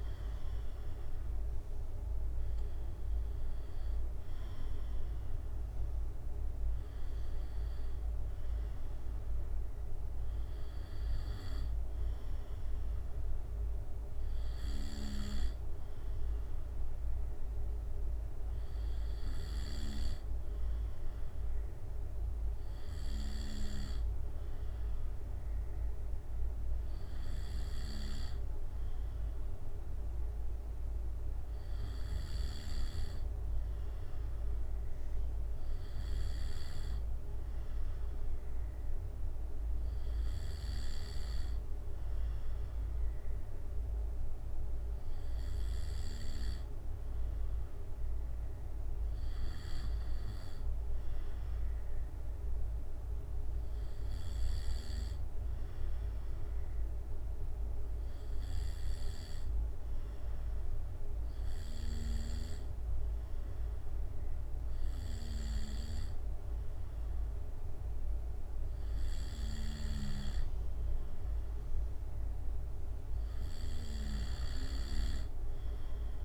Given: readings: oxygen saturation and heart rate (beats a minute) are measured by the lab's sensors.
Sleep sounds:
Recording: breathing in sleep by a room microphone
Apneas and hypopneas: 1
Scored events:
51.50-67.50 s: obstructive apnea (oxygen 95% before, 94% lowest, heart rate 67 before, 66 extreme, up 2 after)
70.00-74.00 s: arousal
From the record:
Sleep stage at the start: N2 (light sleep)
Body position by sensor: on the back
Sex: male

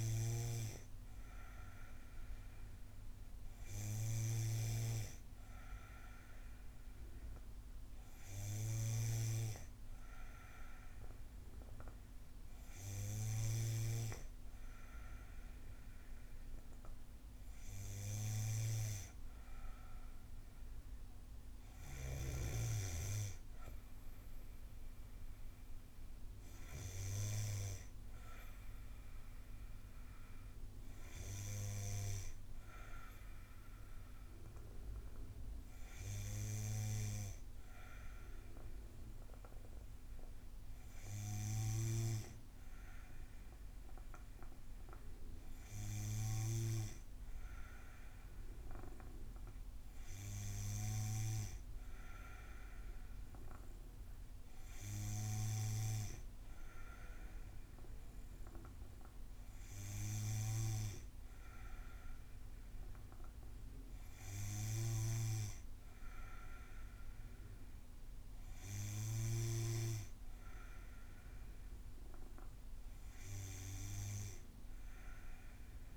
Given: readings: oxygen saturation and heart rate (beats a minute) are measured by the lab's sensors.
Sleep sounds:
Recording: breathing in sleep by a room microphone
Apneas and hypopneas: none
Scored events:
0.00-13.50 s: snoring (device-marked)
64.50-69.50 s: snoring (device-marked)
From the record:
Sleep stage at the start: N2 (light sleep)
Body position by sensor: on the back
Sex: female

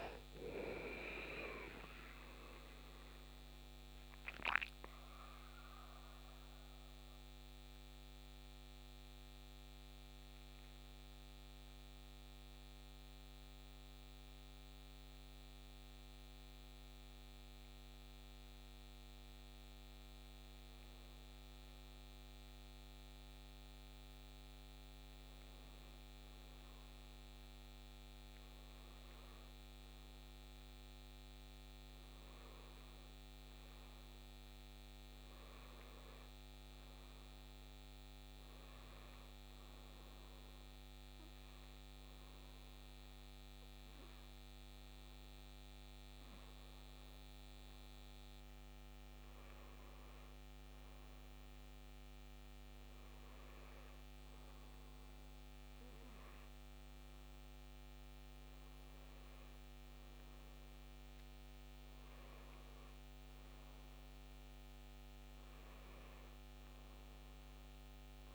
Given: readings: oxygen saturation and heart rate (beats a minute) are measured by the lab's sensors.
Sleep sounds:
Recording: breathing in sleep, hard to hear, by a microphone on the trachea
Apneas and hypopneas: 2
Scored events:
7.00-25.50 s: hypopnea (oxygen 94% before, 89% lowest, heart rate 82 before, 71 extreme, up 5 after)
25.00-49.00 s: oxygen desaturation (device-marked, oxygen 97% before, 89% lowest, heart rate 78 before, 74 extreme)
25.00-68.35 s: new sleep stage, N2 (light sleep)
27.00-32.00 s: arousal
40.00-50.00 s: hypopnea (oxygen 97% before, 89% lowest, heart rate 75 before, 74 extreme, up 1 after)
52.50-57.00 s: arousal
From the record:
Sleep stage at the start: N1 (lightest sleep)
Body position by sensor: on the back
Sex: male

